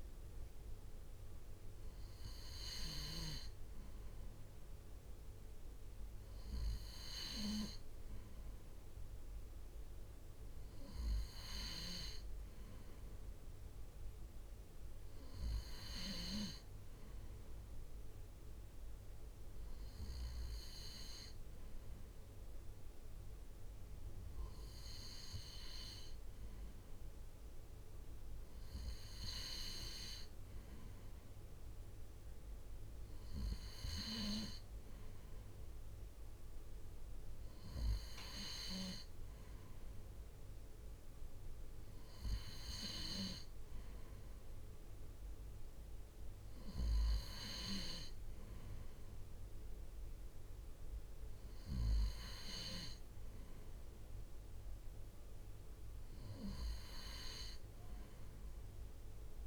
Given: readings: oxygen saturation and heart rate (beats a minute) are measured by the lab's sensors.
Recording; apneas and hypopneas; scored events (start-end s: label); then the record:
breathing in sleep by a room microphone; none
none scored
From the record:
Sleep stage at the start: N2 (light sleep); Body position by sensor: on the right side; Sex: male